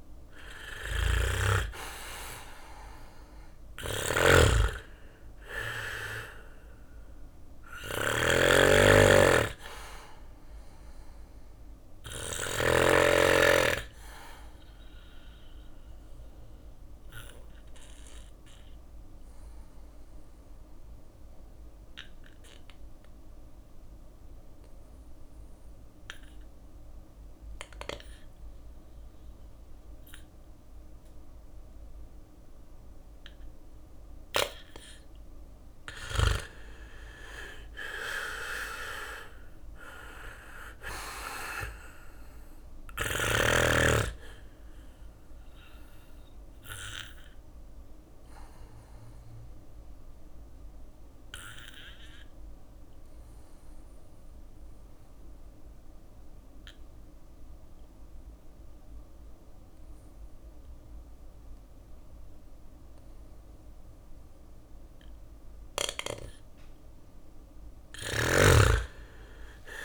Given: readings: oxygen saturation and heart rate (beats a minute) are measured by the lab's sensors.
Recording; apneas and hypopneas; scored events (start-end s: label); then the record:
breathing in sleep by a room microphone; 2
0.00-9.00 s: drop in pulse transit time (device-marked, heart rate 60 extreme)
0.00-11.50 s: snoring (device-marked)
7.00-17.00 s: bradycardia (device-marked, heart rate 62 before, 58 extreme)
7.00-24.00 s: oxygen desaturation (device-marked, oxygen 98% before, 91% lowest, heart rate 60 before, 58 extreme)
15.00-34.50 s: obstructive apnea (oxygen 99% before, 90% lowest, heart rate 60 before, 56 extreme, up 3 after)
35.00-38.50 s: arousal
36.00-49.00 s: oxygen desaturation (device-marked, oxygen 99% before, 93% lowest, heart rate 60 before, 56 extreme)
37.00-49.00 s: drop in pulse transit time (device-marked, heart rate 60 before, 58 extreme)
40.00-42.00 s: bradycardia (device-marked, heart rate 61 before, 62 extreme)
43.00-56.00 s: bradycardia (device-marked, heart rate 61 before, 56 extreme)
44.50-65.50 s: obstructive apnea (oxygen 99% before, 90% lowest, heart rate 61 before, 56 extreme, up 5 after)
57.00-68.00 s: oxygen desaturation (device-marked, oxygen 94% before, 90% lowest, heart rate 59 before, 56 extreme)
67.00-69.85 s: snoring (device-marked)
68.00-69.85 s: arousal
From the record:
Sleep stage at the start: N2 (light sleep); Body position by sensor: on the back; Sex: male